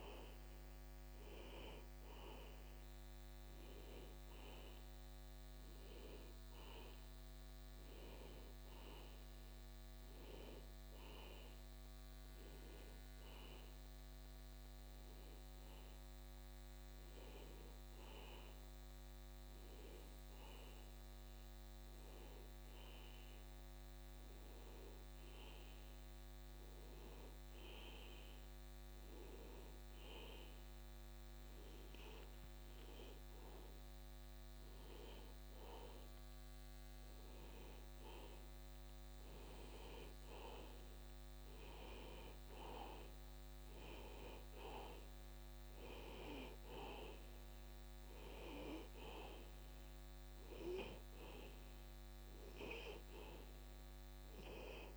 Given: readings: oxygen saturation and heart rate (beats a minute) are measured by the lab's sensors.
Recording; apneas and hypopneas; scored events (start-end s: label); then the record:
breathing in sleep by a microphone on the trachea; 1
0.00-16.00 s: oxygen desaturation (device-marked, oxygen 87% lowest, heart rate 38 extreme)
12.00-33.50 s: hypopnea (oxygen 94% before, 88% lowest, heart rate 47 before, 34 extreme, up 10 after)
36.50-41.00 s: arousal
41.00-54.97 s: oxygen desaturation (device-marked, oxygen 96% before, 88% lowest, heart rate 46 before, 34 extreme)
From the record:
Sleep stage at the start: N2 (light sleep); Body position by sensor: on the back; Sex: male